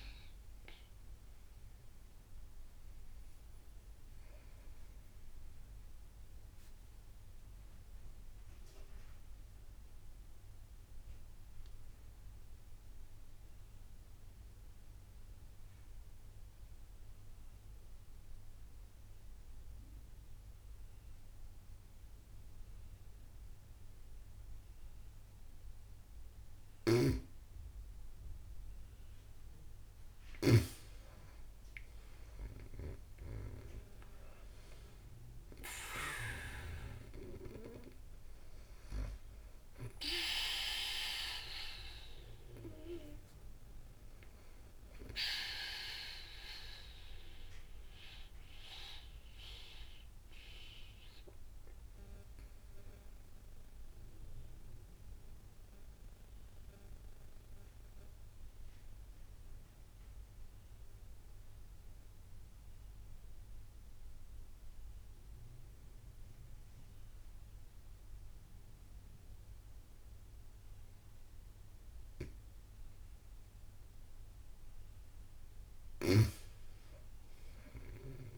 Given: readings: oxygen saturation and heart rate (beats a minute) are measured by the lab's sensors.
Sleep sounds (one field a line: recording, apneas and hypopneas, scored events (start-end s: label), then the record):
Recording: breathing in sleep by a room microphone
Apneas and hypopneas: 2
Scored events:
0.00-16.50 s: oxygen desaturation (device-marked, oxygen 91% lowest)
5.50-26.00 s: mixed apnea (oxygen 96% before, 91% lowest)
26.00-30.00 s: snoring (device-marked)
29.00-33.00 s: arousal
34.50-61.50 s: oxygen desaturation (device-marked, oxygen 96% before, 91% lowest)
45.50-74.00 s: mixed apnea (oxygen 96% before, 91% lowest)
76.50-78.38 s: oxygen desaturation (device-marked, oxygen 97% before, 91% lowest)
77.00-78.38 s: arousal
From the record:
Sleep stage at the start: N2 (light sleep)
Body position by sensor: on the back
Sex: female